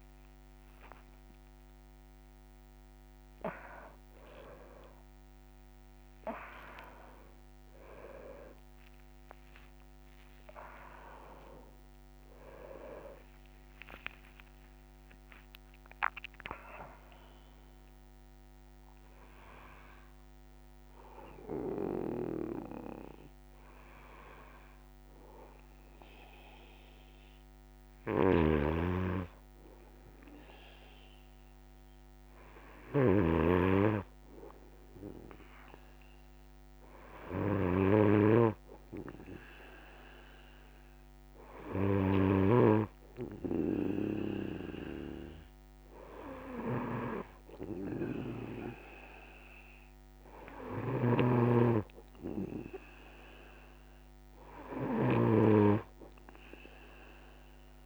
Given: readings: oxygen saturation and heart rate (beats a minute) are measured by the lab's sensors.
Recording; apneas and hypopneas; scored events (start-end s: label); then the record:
breathing in sleep by a microphone on the trachea; none
8.50-19.50 s: oxygen desaturation (device-marked, oxygen 97% before, 93% lowest, heart rate 103 before, 58 extreme)
21.50-42.00 s: snoring (device-marked)
40.50-57.86 s: oxygen desaturation (device-marked, oxygen 99% before, 94% lowest, heart rate 65 before, 63 extreme)
44.00-57.86 s: snoring (device-marked)
From the record:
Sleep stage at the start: N2 (light sleep); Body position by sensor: on the back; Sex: male